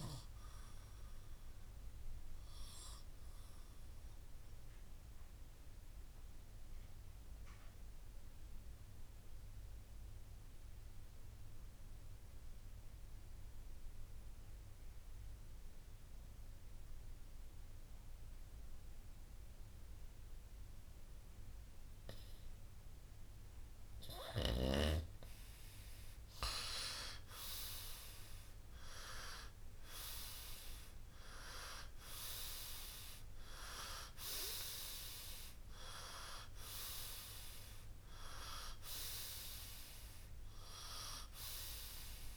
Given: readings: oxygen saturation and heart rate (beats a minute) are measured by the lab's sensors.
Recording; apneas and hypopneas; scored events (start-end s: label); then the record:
breathing in sleep by a room microphone; 1
2.00-23.00 s: obstructive apnea (oxygen 96% before, 90% lowest, heart rate 65 before, 60 extreme, up 8 after)
6.00-16.00 s: oxygen desaturation (device-marked, oxygen 94% before, 90% lowest, heart rate 63 before, 60 extreme)
25.50-29.50 s: arousal
From the record:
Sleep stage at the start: N2 (light sleep); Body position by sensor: on the right side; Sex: male